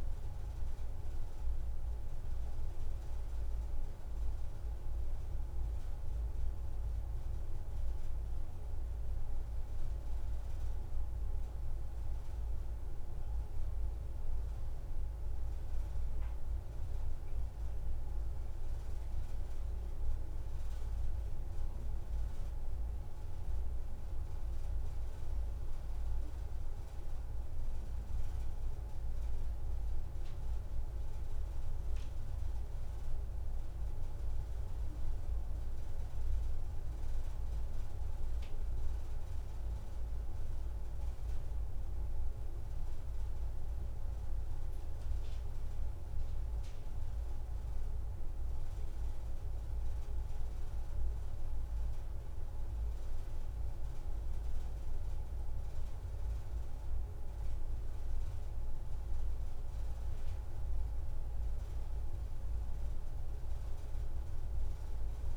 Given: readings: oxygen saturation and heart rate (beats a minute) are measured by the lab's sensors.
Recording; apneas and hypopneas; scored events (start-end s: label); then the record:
a person awake in a sleep study, hard to hear, by a room microphone; none
13.50-65.37 s: new sleep stage, awake
From the record:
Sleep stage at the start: N1 (lightest sleep); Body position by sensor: on the back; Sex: female